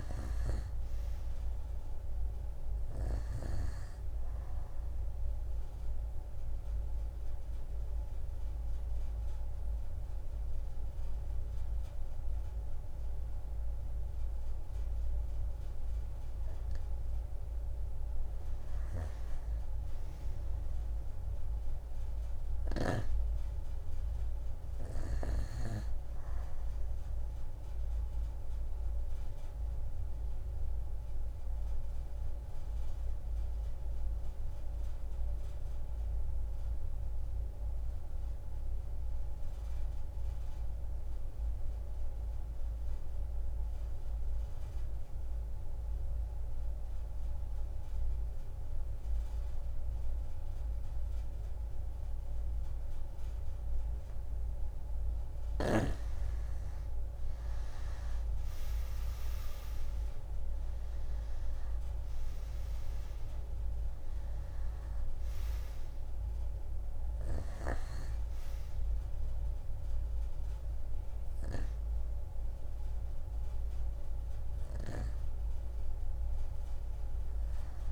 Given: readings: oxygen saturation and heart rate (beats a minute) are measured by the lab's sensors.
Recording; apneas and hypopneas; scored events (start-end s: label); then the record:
breathing in sleep, hard to hear, by a room microphone; 2
0.00-3.50 s: snoring (device-marked)
0.00-14.50 s: oxygen desaturation (device-marked, oxygen 91% lowest)
5.00-16.50 s: obstructive apnea (oxygen 97% before, 84% lowest)
18.00-22.50 s: arousal
29.50-54.50 s: obstructive apnea (oxygen 96% before, 84% lowest)
48.50-77.92 s: oxygen desaturation (device-marked, oxygen 94% before, 84% lowest)
58.00-62.50 s: arousal
From the record:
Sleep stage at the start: N2 (light sleep); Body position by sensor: on the right side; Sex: female